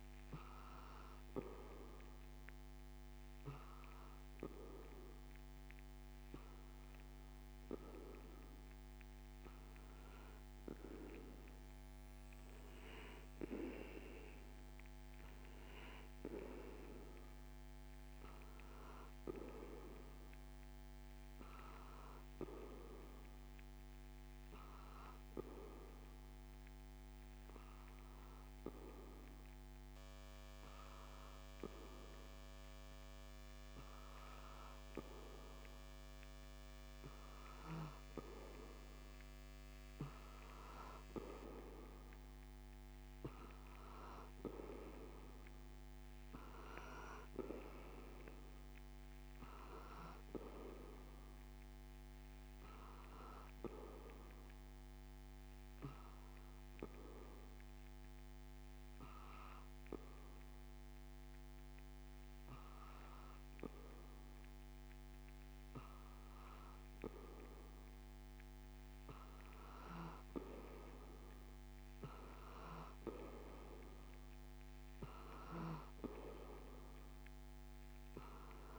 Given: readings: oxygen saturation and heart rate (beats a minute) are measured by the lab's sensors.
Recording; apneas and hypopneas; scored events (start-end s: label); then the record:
breathing in sleep by a microphone on the trachea; none
none scored
From the record:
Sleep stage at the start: N2 (light sleep); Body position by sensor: on the back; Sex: male